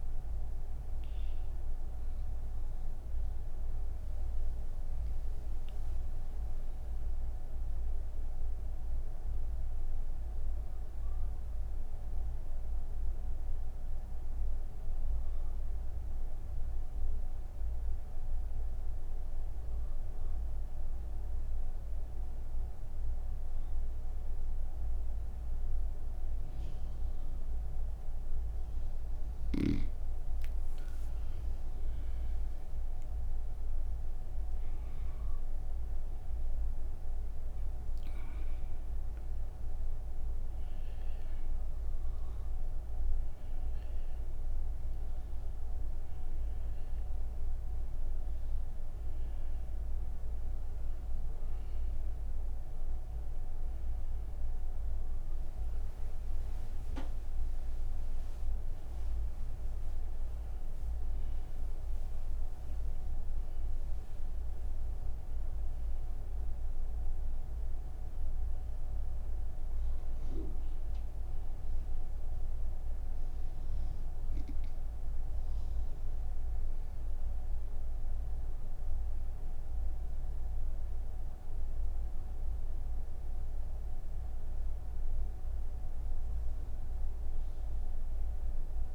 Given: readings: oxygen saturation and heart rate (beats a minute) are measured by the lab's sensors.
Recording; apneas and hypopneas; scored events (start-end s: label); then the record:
breathing in sleep, hard to hear, by a room microphone; none
0.00-1.50 s: oxygen desaturation (device-marked, oxygen 85% lowest)
27.50-81.50 s: oxygen desaturation (device-marked, oxygen 98% before, 85% lowest)
From the record:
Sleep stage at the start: N2 (light sleep); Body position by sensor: on the right side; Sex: female